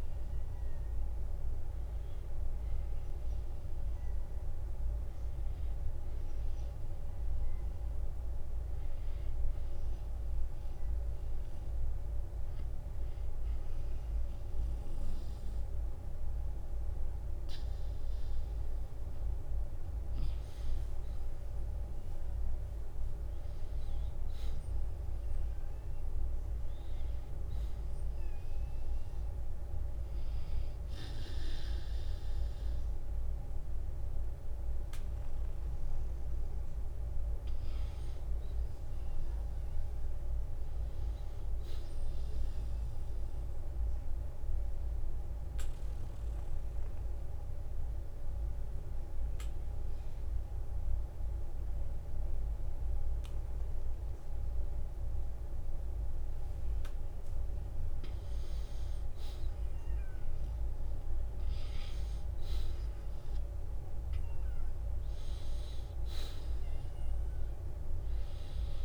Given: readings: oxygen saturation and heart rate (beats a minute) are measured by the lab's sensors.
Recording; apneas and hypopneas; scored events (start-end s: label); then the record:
breathing in sleep, hard to hear, by a room microphone; 2
1.00-14.00 s: oxygen desaturation (device-marked, oxygen 93% before, 90% lowest, heart rate 74 before, 49 extreme)
3.50-8.00 s: arousal
10.50-21.00 s: hypopnea (oxygen 94% before, 91% lowest, heart rate 58 before, 54 extreme, up 11 after)
23.00-27.50 s: arousal
35.00-51.00 s: oxygen desaturation (device-marked, oxygen 95% before, 92% lowest, heart rate 58 before, 45 extreme)
42.50-57.00 s: obstructive apnea (oxygen 97% before, 88% lowest, heart rate 60 before, 45 extreme, up 22 after)
47.00-49.00 s: long interval between heartbeats (device-marked, heart rate 59 before, 54 extreme)
53.00-55.00 s: long interval between heartbeats (device-marked, heart rate 56 before, 49 extreme)
57.00-59.00 s: long interval between heartbeats (device-marked, heart rate 54 before, 50 extreme)
59.00-64.00 s: arousal
From the record:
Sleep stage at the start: N2 (light sleep); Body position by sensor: on the back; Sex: male